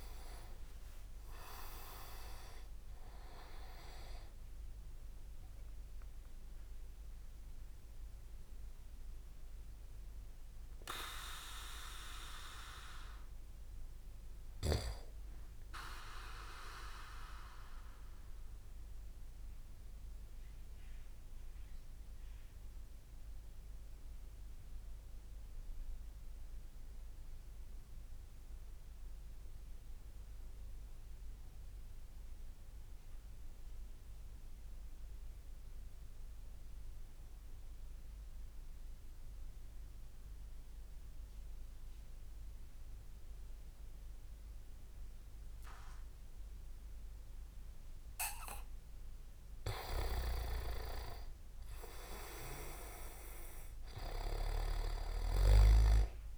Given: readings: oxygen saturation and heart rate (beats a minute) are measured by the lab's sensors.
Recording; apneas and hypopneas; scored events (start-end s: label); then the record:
breathing in sleep by a room microphone; 1
0.00-23.50 s: oxygen desaturation (device-marked, oxygen 89% lowest)
7.00-48.50 s: obstructive apnea (oxygen 98% before, 89% lowest)
42.50-56.38 s: oxygen desaturation (device-marked, oxygen 98% before, 89% lowest)
49.50-51.50 s: leg movement (device-marked)
50.50-54.50 s: arousal
From the record:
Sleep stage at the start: N2 (light sleep); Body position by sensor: on the back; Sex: male